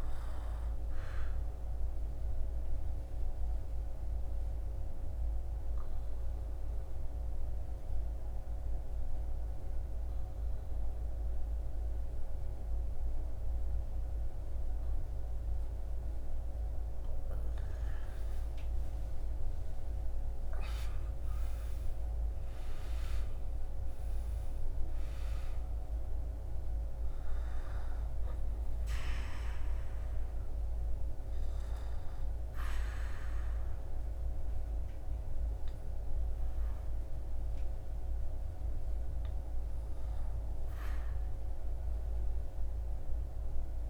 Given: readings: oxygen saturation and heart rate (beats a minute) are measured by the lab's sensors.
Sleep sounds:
breathing in sleep, hard to hear, by a room microphone; 1
0.00-7.00 s: oxygen desaturation (device-marked, oxygen 85% lowest, heart rate 75 extreme)
1.50-15.50 s: obstructive apnea (oxygen 98% before, 85% lowest, heart rate 78 before, 75 extreme, up 8 after)
18.50-23.00 s: arousal
From the record:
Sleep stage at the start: N1 (lightest sleep); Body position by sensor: on the back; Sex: male

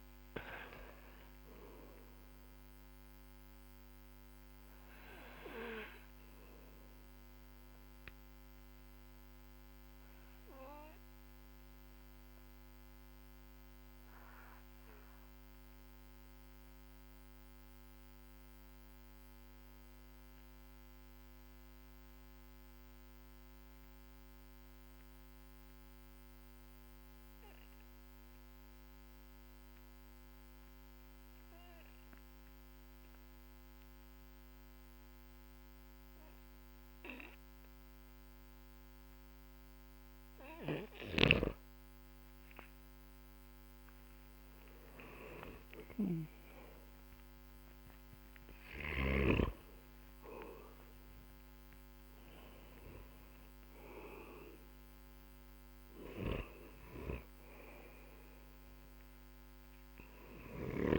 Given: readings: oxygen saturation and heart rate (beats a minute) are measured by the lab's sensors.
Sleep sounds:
breathing in sleep by a microphone on the trachea; 1
0.00-22.50 s: oxygen desaturation (device-marked, oxygen 94% lowest, heart rate 45 extreme)
2.50-39.00 s: obstructive apnea (oxygen 99% before, 92% lowest, heart rate 49 before, 45 extreme, up 12 after)
42.50-60.99 s: oxygen desaturation (device-marked, oxygen 99% before, 92% lowest, heart rate 55 before, 43 extreme)
44.00-50.00 s: arousal
From the record:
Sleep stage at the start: N2 (light sleep); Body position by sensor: on the back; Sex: male

